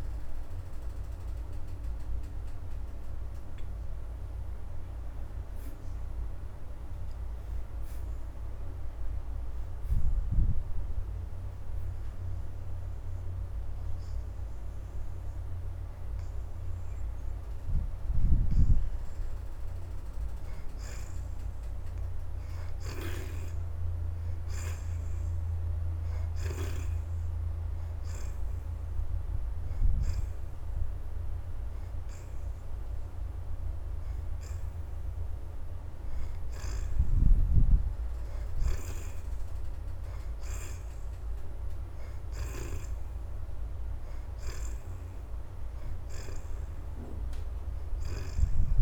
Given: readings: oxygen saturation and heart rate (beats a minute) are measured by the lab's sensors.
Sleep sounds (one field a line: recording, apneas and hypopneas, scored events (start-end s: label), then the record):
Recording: breathing in sleep by a room microphone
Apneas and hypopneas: none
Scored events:
6.00-20.00 s: oxygen desaturation (device-marked, oxygen 69% before, 61% lowest, heart rate 89 before, 80 extreme)
31.00-48.00 s: oxygen desaturation (device-marked, oxygen 76% before, 60% lowest, heart rate 82 before, 82 extreme)
From the record:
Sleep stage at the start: N2 (light sleep)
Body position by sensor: on the back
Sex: female